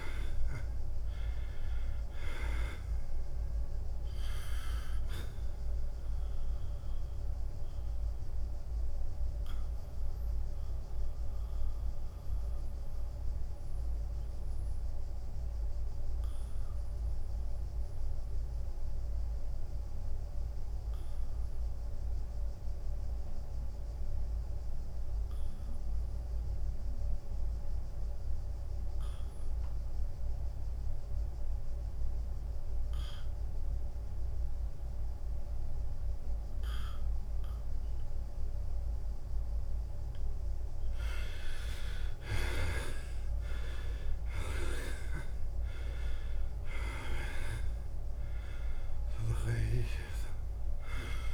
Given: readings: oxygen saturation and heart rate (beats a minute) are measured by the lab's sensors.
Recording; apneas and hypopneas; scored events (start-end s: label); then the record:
breathing in sleep by a room microphone; 1
0.00-1.00 s: arousal
0.00-11.50 s: drop in pulse transit time (device-marked, heart rate 80 extreme)
6.50-29.50 s: oxygen desaturation (device-marked, oxygen 95% before, 75% lowest, heart rate 82 before, 79 extreme)
8.50-40.00 s: mixed apnea (oxygen 98% before, 75% lowest, heart rate 82 before, 78 extreme, up 7 after)
42.50-48.50 s: arousal
42.50-51.34 s: drop in pulse transit time (device-marked, heart rate 81 before, 78 extreme)
From the record:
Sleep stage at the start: N2 (light sleep); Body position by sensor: on the back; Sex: male